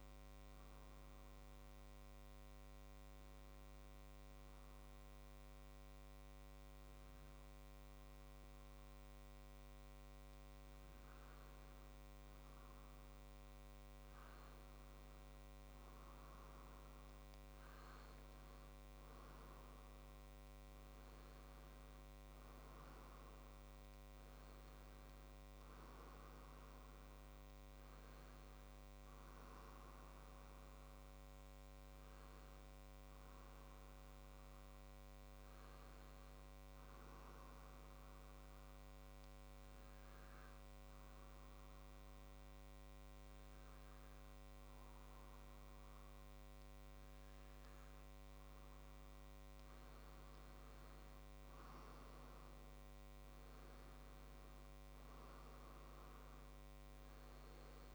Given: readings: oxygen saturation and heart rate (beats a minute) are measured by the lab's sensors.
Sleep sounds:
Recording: breathing in sleep, hard to hear, by a microphone on the trachea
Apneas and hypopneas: 2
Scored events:
1.00-13.00 s: obstructive apnea (oxygen 96% before, 93% lowest, heart rate 61 before, 60 extreme, up 4 after)
9.50-57.95 s: new sleep stage, N2 (light sleep)
21.00-24.50 s: arousal
36.50-49.00 s: obstructive apnea (oxygen 96% before, 93% lowest, heart rate 63 before, 62 extreme, up 2 after)
51.00-55.00 s: arousal
52.50-57.95 s: oxygen desaturation (device-marked, oxygen 96% before, 93% lowest, heart rate 63 before, 62 extreme)
From the record:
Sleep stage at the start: N1 (lightest sleep)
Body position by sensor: on the back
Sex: male

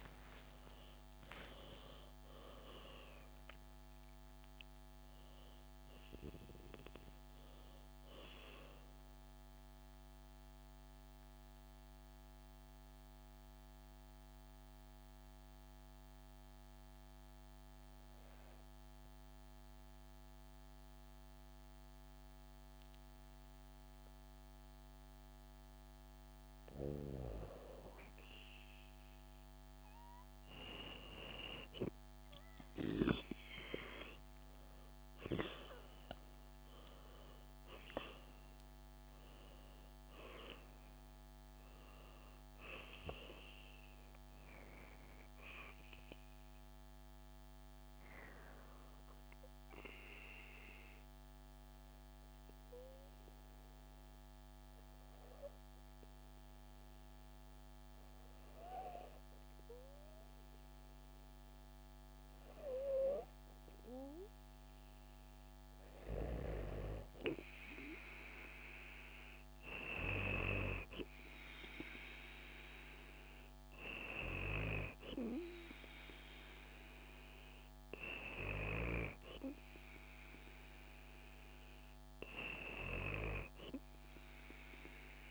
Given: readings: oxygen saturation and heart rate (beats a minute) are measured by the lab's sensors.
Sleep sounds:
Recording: a person partly awake in a sleep study, by a microphone on the trachea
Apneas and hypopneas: 2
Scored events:
0.00-2.50 s: oxygen desaturation (device-marked, oxygen 93% lowest, heart rate 58 extreme)
9.50-85.31 s: new sleep stage, N2 (light sleep)
10.00-26.00 s: mixed apnea (oxygen 98% before, 92% lowest, heart rate 81 before, 58 extreme, up 10 after)
13.50-18.50 s: bradycardia (device-marked, heart rate 71 before, 58 extreme)
28.50-32.50 s: arousal
31.50-54.50 s: oxygen desaturation (device-marked, oxygen 98% before, 92% lowest, heart rate 67 before, 67 extreme)
47.00-64.50 s: obstructive apnea (oxygen 98% before, 92% lowest, heart rate 72 before, 62 extreme, up 1 after)
66.50-69.50 s: arousal
68.50-85.31 s: oxygen desaturation (device-marked, oxygen 97% before, 93% lowest, heart rate 71 before, 62 extreme)
From the record:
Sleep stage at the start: awake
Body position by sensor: on the back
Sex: female

